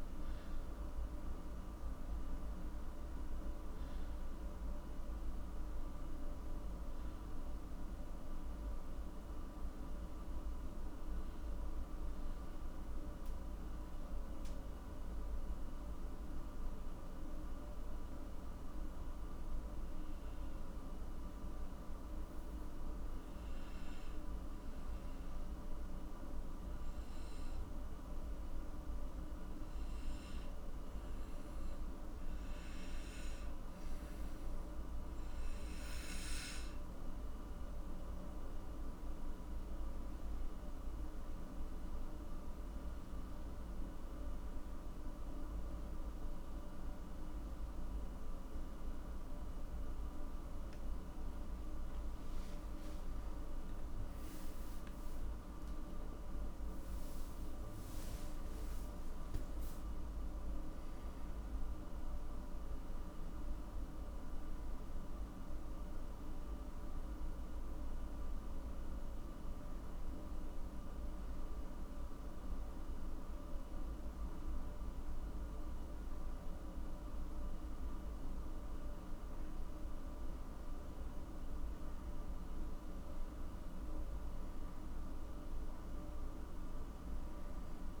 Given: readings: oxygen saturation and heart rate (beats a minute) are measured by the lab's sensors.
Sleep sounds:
a person partly awake in a sleep study, hard to hear, by a room microphone; 1
0.00-9.00 s: oxygen desaturation (device-marked, oxygen 93% lowest, heart rate 49 extreme)
16.50-39.00 s: obstructive apnea (oxygen 97% before, 92% lowest, heart rate 56 before, 49 extreme, up 16 after)
43.00-48.00 s: oxygen desaturation (device-marked, oxygen 97% before, 93% lowest, heart rate 54 before, 64 extreme)
44.00-74.00 s: new sleep stage, awake
74.00-88.00 s: new sleep stage, N2 (light sleep)
From the record:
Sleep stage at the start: N2 (light sleep); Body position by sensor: on the back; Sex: male

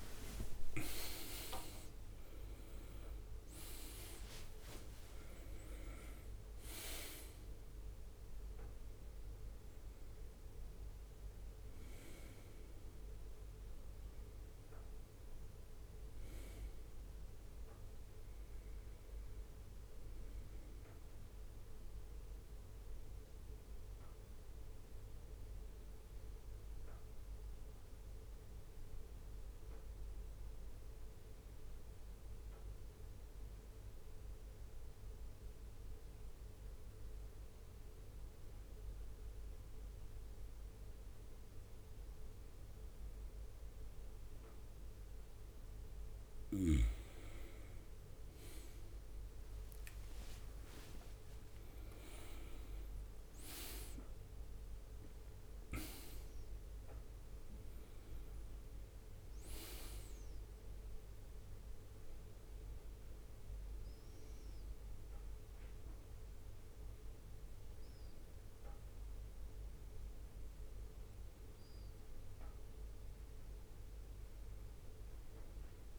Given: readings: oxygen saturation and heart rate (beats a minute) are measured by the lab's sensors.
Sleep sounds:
breathing in sleep by a room microphone; 1
0.00-1.50 s: leg movement (device-marked)
0.00-4.50 s: arousal
22.50-45.00 s: obstructive apnea (oxygen 98% before, 96% lowest, heart rate 68 before, 60 extreme, up 7 after)
45.00-62.00 s: oxygen desaturation (device-marked, oxygen 99% before, 96% lowest, heart rate 63 before, 61 extreme)
48.50-53.00 s: arousal
From the record:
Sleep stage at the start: N2 (light sleep); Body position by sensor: on the right side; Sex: male

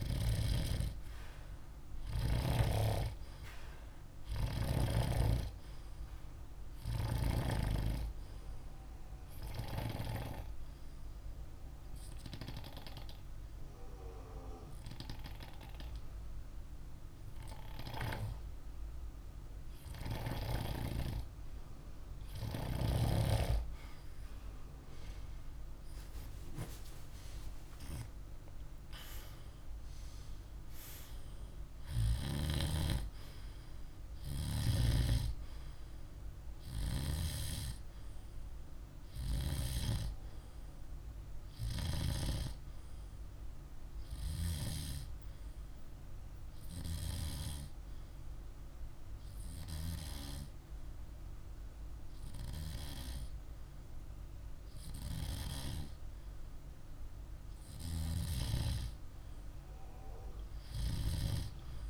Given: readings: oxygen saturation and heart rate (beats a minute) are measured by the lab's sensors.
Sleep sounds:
breathing in sleep by a room microphone; 2
0.00-1.50 s: arousal
10.50-22.00 s: hypopnea (oxygen 97% before, 93% lowest, heart rate 50 before, 49 extreme, up 19 after)
26.00-30.00 s: arousal
44.50-56.50 s: hypopnea (oxygen 97% before, 96% lowest, heart rate 58 before, 47 extreme, up 3 after)
58.00-61.90 s: arousal
From the record:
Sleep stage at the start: N2 (light sleep); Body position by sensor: on the back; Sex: male

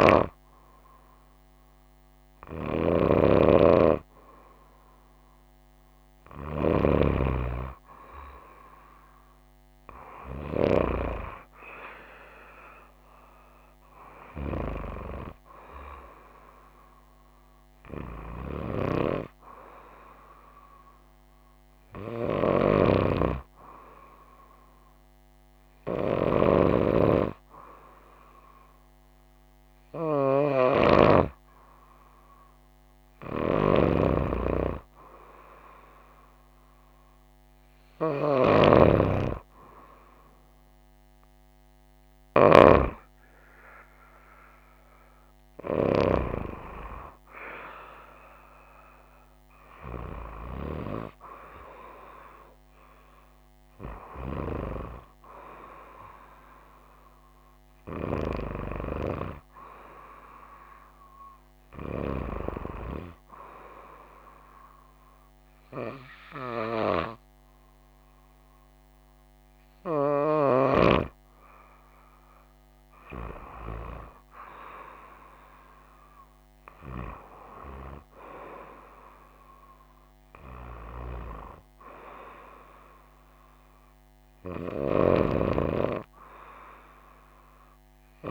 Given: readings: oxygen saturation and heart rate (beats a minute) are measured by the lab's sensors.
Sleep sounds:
breathing in sleep by a microphone on the trachea; none
none scored
From the record:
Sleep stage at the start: N2 (light sleep); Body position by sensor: on the right side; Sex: female

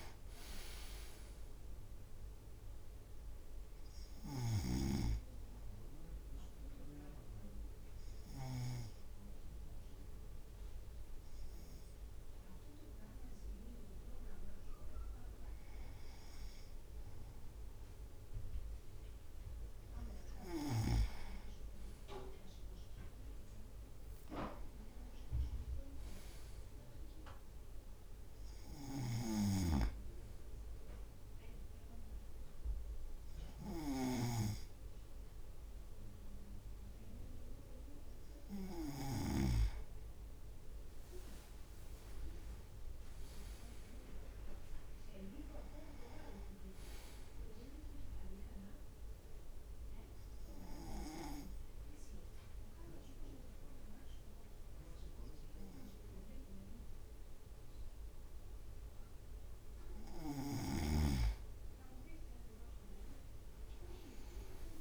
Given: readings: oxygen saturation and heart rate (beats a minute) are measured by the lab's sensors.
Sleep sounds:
breathing in sleep by a room microphone; 2
0.00-12.00 s: drop in pulse transit time (device-marked, heart rate 52 extreme)
4.50-9.00 s: snoring (device-marked)
6.00-16.50 s: obstructive apnea (oxygen 98% before, 97% lowest, heart rate 56 before, 52 extreme, up 4 after)
18.00-21.00 s: arousal
29.00-39.50 s: snoring (device-marked)
41.00-43.00 s: leg movement (device-marked)
42.50-46.00 s: arousal
44.00-53.00 s: drop in pulse transit time (device-marked, heart rate 55 before, 51 extreme)
49.50-60.50 s: obstructive apnea (oxygen 99% before, 97% lowest, heart rate 56 before, 51 extreme, up 9 after)
62.50-64.81 s: arousal
63.50-64.81 s: leg movement (device-marked)
From the record:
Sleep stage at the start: N2 (light sleep); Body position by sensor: on the right side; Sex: male

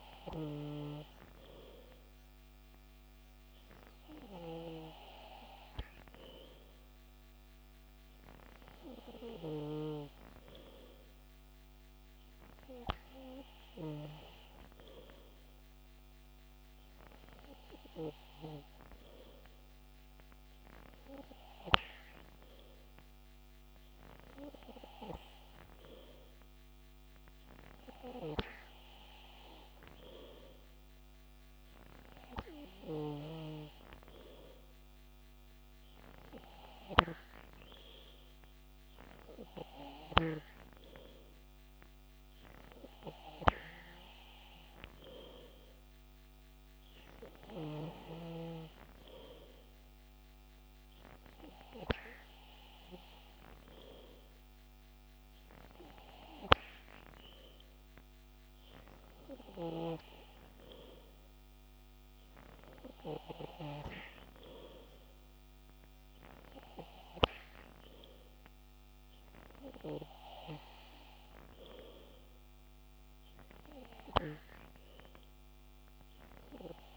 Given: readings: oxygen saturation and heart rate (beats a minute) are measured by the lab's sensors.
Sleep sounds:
breathing in sleep by a microphone on the trachea; none
none scored
From the record:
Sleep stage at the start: N3 (deep sleep); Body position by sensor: on the back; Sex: male

